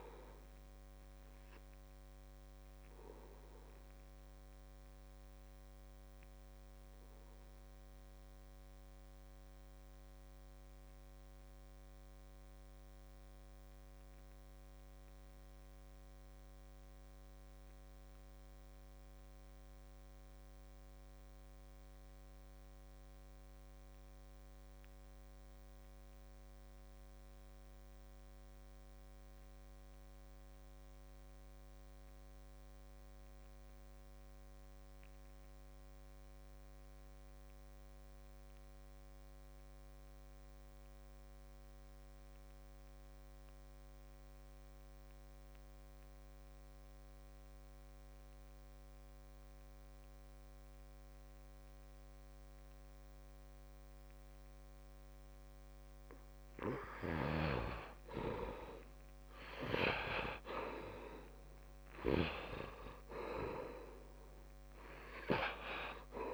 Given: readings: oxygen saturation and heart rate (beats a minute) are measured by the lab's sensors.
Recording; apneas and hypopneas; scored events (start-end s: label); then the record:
breathing in sleep by a microphone on the trachea; 1
0.00-17.00 s: oxygen desaturation (device-marked, oxygen 76% lowest, heart rate 65 extreme)
2.50-55.50 s: obstructive apnea (oxygen 97% before, 68% lowest, heart rate 77 before, 65 extreme, up 13 after)
19.00-66.33 s: oxygen desaturation (device-marked, oxygen 97% before, 68% lowest, heart rate 70 before, 65 extreme)
58.50-62.50 s: arousal
From the record:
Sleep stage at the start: N2 (light sleep); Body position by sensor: on the back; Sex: male